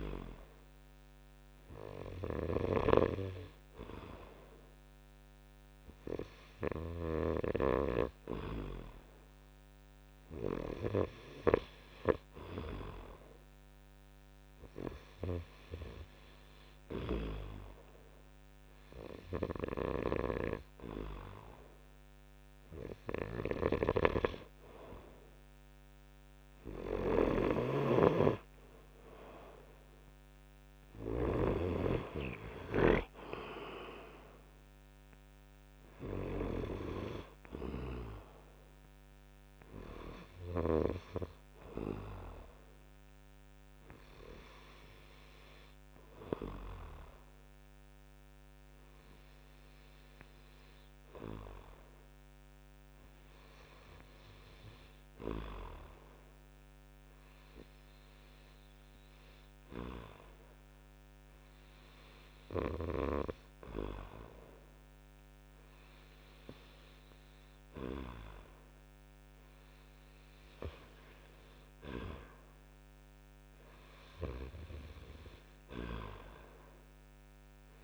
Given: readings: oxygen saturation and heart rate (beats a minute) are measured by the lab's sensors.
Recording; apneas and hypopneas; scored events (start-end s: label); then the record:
breathing in sleep by a microphone on the trachea; 2
0.00-4.00 s: oxygen desaturation (device-marked, oxygen 87% lowest)
0.00-11.00 s: snoring (device-marked)
11.00-26.50 s: hypopnea (oxygen 94% before, 94% lowest)
19.50-31.50 s: snoring (device-marked)
29.00-32.00 s: arousal
49.00-67.50 s: hypopnea (oxygen 95% before, 94% lowest)
68.50-72.00 s: arousal
From the record:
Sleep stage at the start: N2 (light sleep); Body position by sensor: on the right side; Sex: male